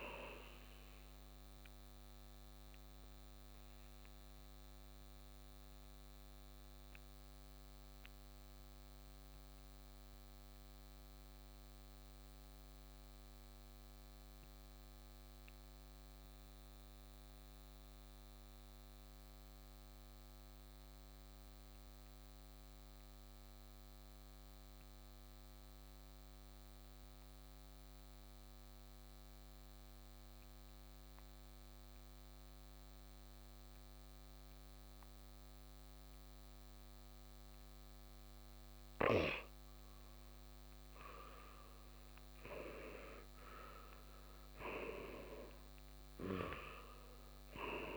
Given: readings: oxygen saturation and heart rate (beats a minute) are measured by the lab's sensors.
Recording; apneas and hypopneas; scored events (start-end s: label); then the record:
breathing in sleep by a microphone on the trachea; 1
0.00-17.00 s: oxygen desaturation (device-marked, oxygen 89% lowest, heart rate 56 extreme)
2.00-41.50 s: mixed apnea (oxygen 97% before, 88% lowest, heart rate 61 before, 48 extreme, up 7 after)
43.00-47.00 s: arousal
44.00-47.97 s: oxygen desaturation (device-marked, oxygen 95% before, 88% lowest, heart rate 59 before, 46 extreme)
From the record:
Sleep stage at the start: N2 (light sleep); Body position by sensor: on the right side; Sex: male